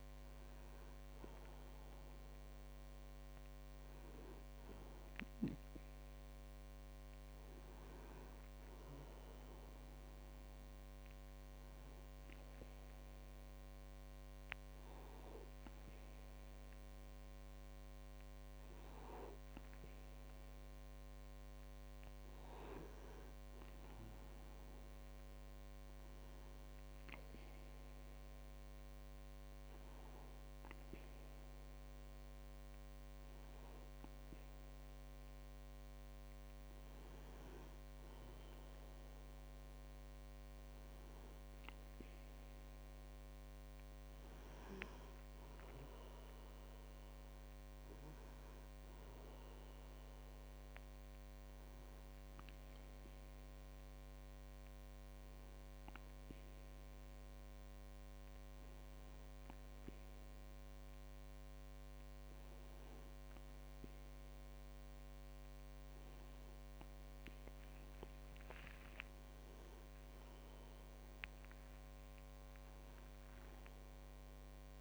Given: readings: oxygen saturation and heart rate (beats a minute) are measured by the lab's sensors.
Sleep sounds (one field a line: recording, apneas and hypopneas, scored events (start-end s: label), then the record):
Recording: breathing in sleep, hard to hear, by a microphone on the trachea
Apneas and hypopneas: 2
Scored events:
10.50-23.50 s: hypopnea (oxygen 97% before, 96% lowest, heart rate 50 before, 41 extreme, up 13 after)
25.50-29.00 s: arousal
53.50-67.00 s: obstructive apnea (oxygen 98% before, 96% lowest, heart rate 48 before, 38 extreme)
68.50-70.50 s: tachycardia (device-marked, heart rate 50 before, 85 extreme)
69.00-72.00 s: arousal
71.50-74.81 s: new sleep stage, N1 (lightest sleep)
From the record:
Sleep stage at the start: N2 (light sleep)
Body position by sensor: on the back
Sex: male